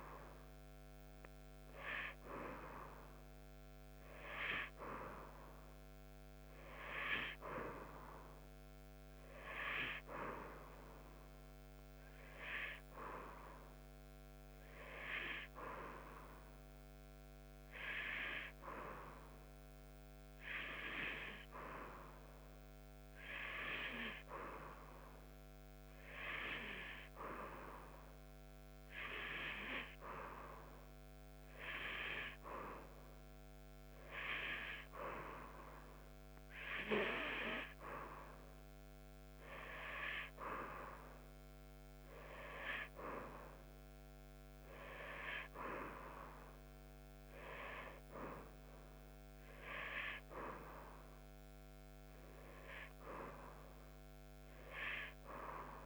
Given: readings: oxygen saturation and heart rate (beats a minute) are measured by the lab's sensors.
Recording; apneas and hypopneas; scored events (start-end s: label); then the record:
breathing in sleep by a microphone on the trachea; none
none scored
From the record:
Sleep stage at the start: N2 (light sleep); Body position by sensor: on the right side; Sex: female